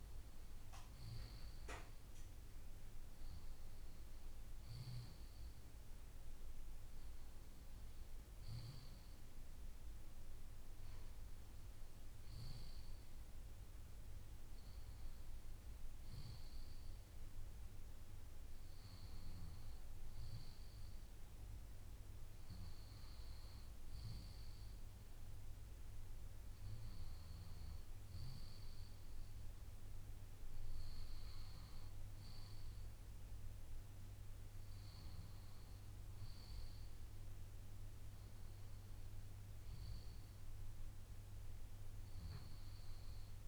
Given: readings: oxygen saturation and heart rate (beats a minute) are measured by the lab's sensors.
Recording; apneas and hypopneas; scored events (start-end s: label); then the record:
breathing in sleep, hard to hear, by a room microphone; none
none scored
From the record:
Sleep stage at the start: N2 (light sleep); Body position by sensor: on the left side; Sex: male